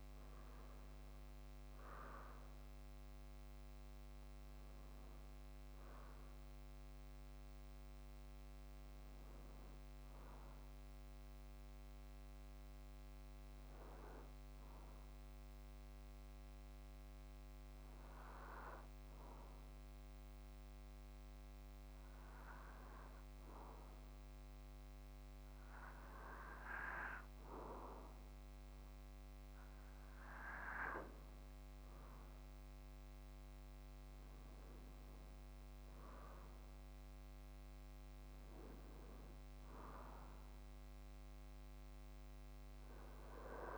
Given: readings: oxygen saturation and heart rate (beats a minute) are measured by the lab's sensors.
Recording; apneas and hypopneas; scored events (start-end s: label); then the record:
breathing in sleep by a microphone on the trachea; 1
0.00-22.00 s: oxygen desaturation (device-marked, oxygen 91% lowest, heart rate 53 extreme)
16.50-30.50 s: hypopnea (oxygen 97% before, 92% lowest, heart rate 59 before, 54 extreme, up 7 after)
34.00-37.00 s: arousal
From the record:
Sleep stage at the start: N2 (light sleep); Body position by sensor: on the back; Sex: male